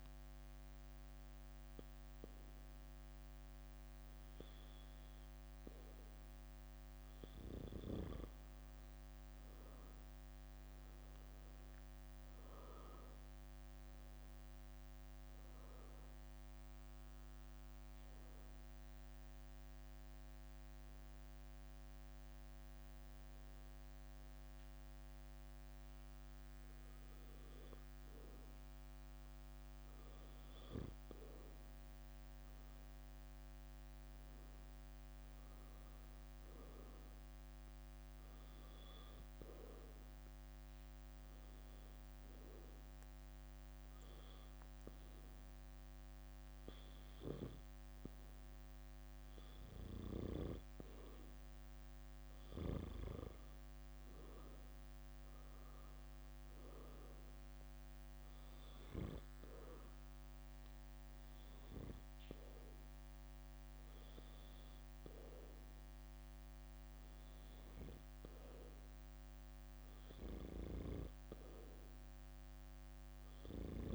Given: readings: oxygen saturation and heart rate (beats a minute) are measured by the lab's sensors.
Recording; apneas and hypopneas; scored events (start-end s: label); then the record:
breathing in sleep by a microphone on the trachea; 2
5.00-9.50 s: leg movement (device-marked)
10.00-13.50 s: arousal
16.50-29.00 s: obstructive apnea (oxygen 94% before, 89% lowest, heart rate 72 before, 64 extreme, up 10 after)
17.00-33.00 s: oxygen desaturation (device-marked, oxygen 94% before, 89% lowest, heart rate 72 before, 64 extreme)
30.50-34.50 s: arousal
34.00-38.00 s: leg movement (device-marked)
39.50-49.50 s: hypopnea (oxygen 96% before, 90% lowest, heart rate 69 before, 69 extreme, up 5 after)
41.00-50.50 s: leg movement (device-marked)
52.00-56.50 s: arousal
57.50-59.00 s: leg movement (device-marked)
60.00-63.50 s: leg movement (device-marked)
61.00-72.00 s: oxygen desaturation (device-marked, oxygen 93% before, 90% lowest, heart rate 73 before, 69 extreme)
66.50-73.50 s: leg movement (device-marked)
From the record:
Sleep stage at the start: N2 (light sleep); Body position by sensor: on the back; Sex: female